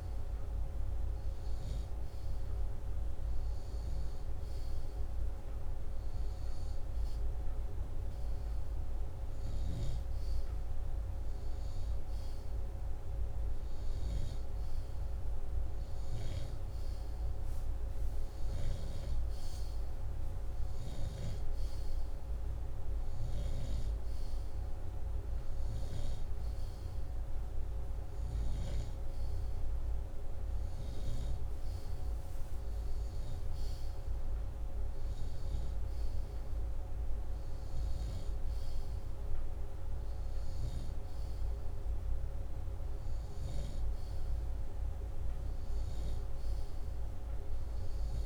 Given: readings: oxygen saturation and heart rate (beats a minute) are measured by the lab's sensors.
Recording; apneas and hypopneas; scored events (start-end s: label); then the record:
breathing in sleep, hard to hear, by a room microphone; none
none scored
From the record:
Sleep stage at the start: N2 (light sleep); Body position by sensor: upright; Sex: male